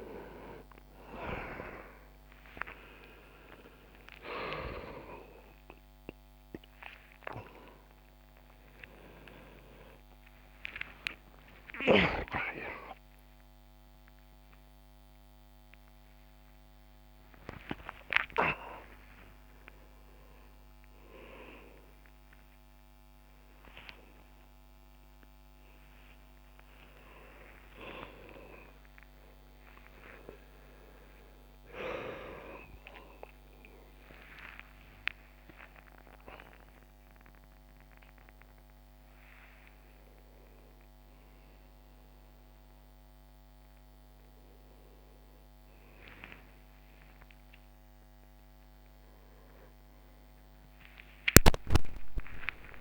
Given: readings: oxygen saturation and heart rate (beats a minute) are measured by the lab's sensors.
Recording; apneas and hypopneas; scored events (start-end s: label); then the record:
a person awake in a sleep study, by a microphone on the trachea; none
0.00-18.50 s: oxygen desaturation (device-marked, oxygen 86% lowest, heart rate 60 extreme)
From the record:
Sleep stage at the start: awake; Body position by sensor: on the back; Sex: male